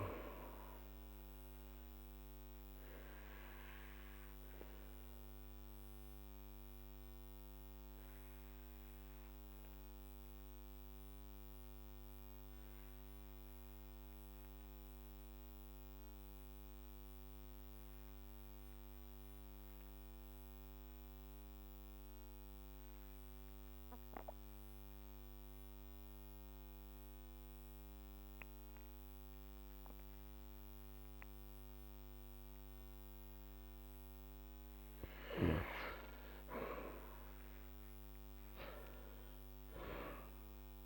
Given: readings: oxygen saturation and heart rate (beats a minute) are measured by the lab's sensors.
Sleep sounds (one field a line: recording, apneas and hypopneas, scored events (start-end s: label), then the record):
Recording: breathing in sleep by a microphone on the trachea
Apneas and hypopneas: 1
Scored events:
2.00-33.00 s: obstructive apnea (oxygen 99% before, 93% lowest, heart rate 54 before, 48 extreme, up 10 after)
24.00-30.00 s: oxygen desaturation (device-marked, oxygen 99% before, 95% lowest, heart rate 53 before, 50 extreme)
36.50-40.50 s: arousal
From the record:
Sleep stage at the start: N2 (light sleep)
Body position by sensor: on the back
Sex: male